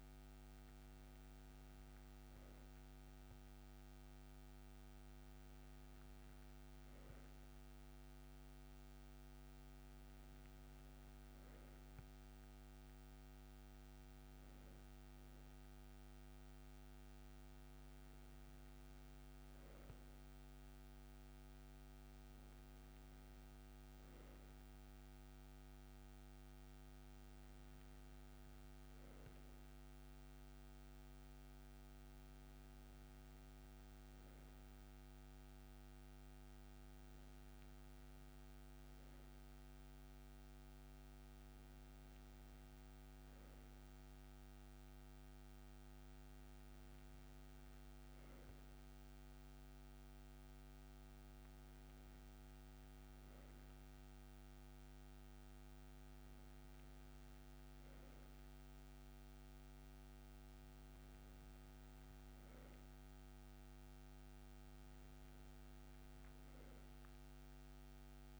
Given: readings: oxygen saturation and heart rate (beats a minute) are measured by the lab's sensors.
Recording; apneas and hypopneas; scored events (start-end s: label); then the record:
breathing in sleep, hard to hear, by a microphone on the trachea; none
68.00-68.40 s: new sleep stage, N2 (light sleep)
From the record:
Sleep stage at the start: N3 (deep sleep); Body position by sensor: on the right side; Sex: male